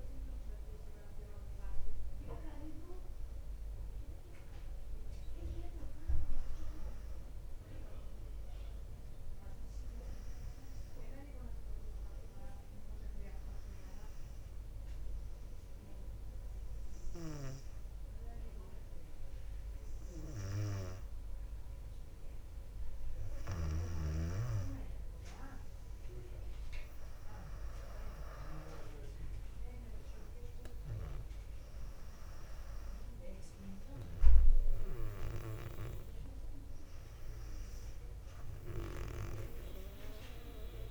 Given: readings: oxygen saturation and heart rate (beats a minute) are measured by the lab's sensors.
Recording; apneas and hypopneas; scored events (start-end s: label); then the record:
breathing in sleep by a room microphone; 1
13.50-23.50 s: obstructive apnea (oxygen 99% before, 95% lowest, heart rate 60 before, 57 extreme, up 3 after)
27.50-30.50 s: arousal
From the record:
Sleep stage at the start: N2 (light sleep); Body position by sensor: on the back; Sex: female